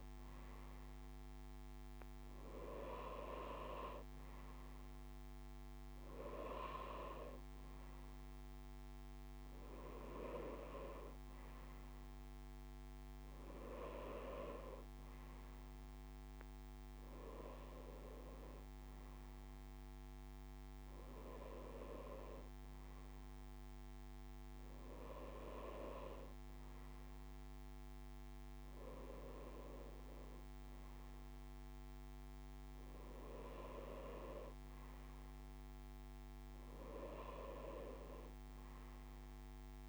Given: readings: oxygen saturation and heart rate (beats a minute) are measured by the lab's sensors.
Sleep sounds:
breathing in sleep by a microphone on the trachea; none
none scored
From the record:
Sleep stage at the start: N2 (light sleep); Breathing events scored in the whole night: 129 in 4.0 hours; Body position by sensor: on the back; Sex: male

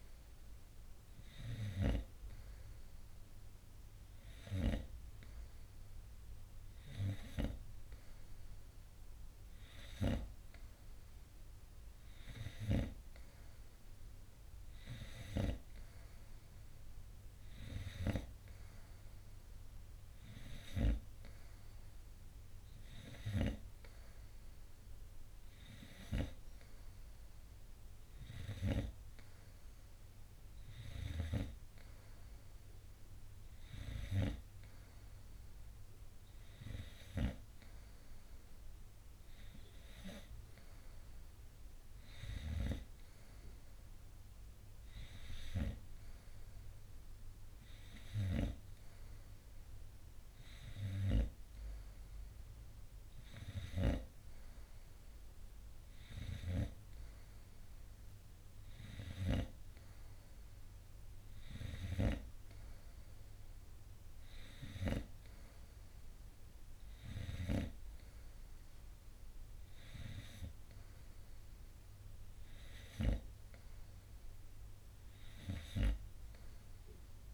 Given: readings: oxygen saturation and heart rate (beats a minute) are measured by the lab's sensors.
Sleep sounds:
breathing in sleep by a room microphone; none
none scored
From the record:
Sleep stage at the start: N2 (light sleep); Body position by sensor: on the front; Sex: male

